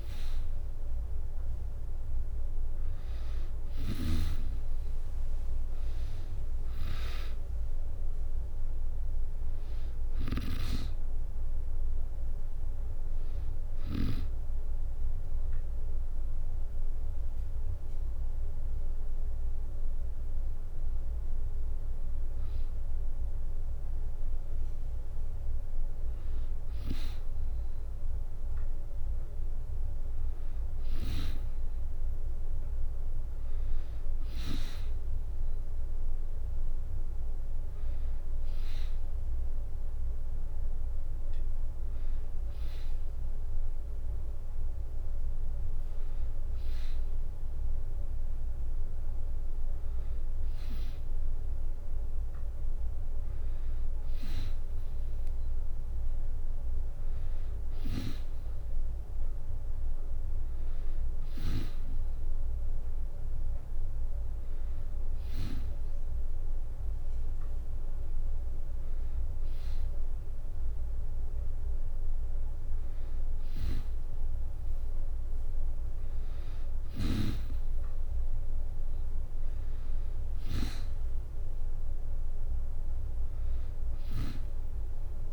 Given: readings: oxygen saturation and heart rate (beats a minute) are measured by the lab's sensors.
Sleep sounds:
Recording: breathing in sleep by a room microphone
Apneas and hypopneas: 1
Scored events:
5.00-18.00 s: drop in pulse transit time (device-marked, heart rate 65 before, 64 extreme)
6.50-9.50 s: arousal
7.00-23.00 s: oxygen desaturation (device-marked, oxygen 96% before, 93% lowest, heart rate 65 before, 63 extreme)
13.50-24.50 s: hypopnea (oxygen 96% before, 93% lowest, heart rate 67 before, 63 extreme, up 2 after)
27.00-29.00 s: arousal
35.00-45.00 s: oxygen desaturation (device-marked, oxygen 97% before, 94% lowest, heart rate 65 before, 66 extreme)
75.00-85.33 s: drop in pulse transit time (device-marked, heart rate 67 before, 66 extreme)
From the record:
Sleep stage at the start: N2 (light sleep)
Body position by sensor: on the back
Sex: female

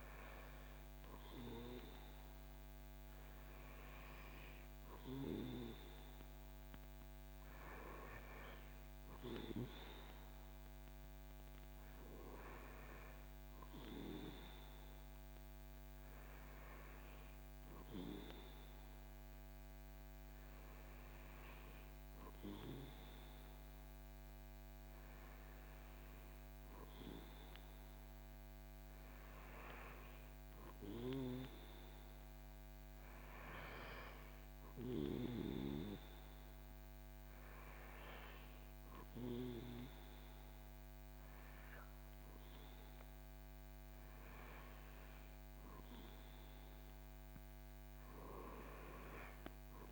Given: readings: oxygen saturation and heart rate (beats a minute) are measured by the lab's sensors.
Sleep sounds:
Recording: breathing in sleep by a microphone on the trachea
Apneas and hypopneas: none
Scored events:
none scored
From the record:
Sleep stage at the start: N2 (light sleep)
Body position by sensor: on the back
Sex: male

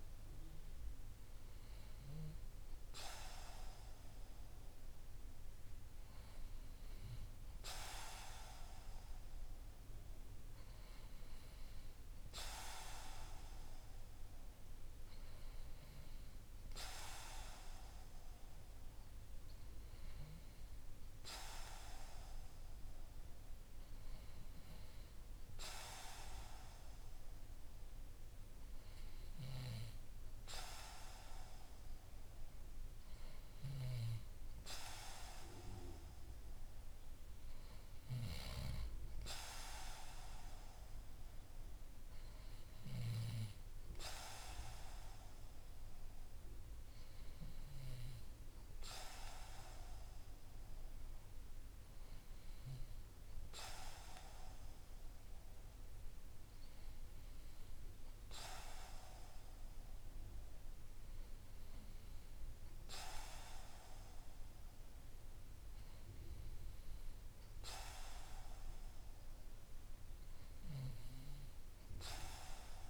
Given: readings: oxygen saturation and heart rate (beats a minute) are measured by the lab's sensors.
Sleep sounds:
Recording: breathing in sleep by a room microphone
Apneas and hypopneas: none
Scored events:
none scored
From the record:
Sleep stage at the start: N2 (light sleep)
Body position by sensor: on the back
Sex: male

